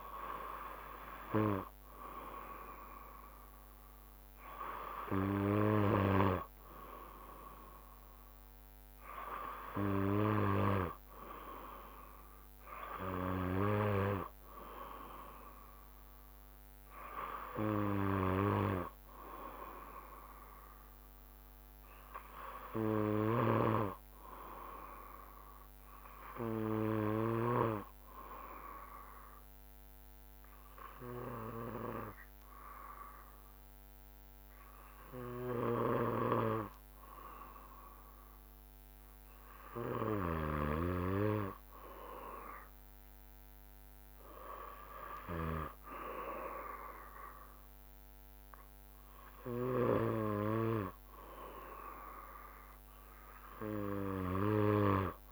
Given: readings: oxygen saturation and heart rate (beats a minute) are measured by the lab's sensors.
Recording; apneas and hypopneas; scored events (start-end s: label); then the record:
breathing in sleep by a microphone on the trachea; 1
19.50-23.00 s: arousal
27.50-40.00 s: obstructive apnea (oxygen 94% before, 93% lowest, heart rate 69 before, 66 extreme, up 5 after)
42.00-46.00 s: arousal
From the record:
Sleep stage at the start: N2 (light sleep); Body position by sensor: on the back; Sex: male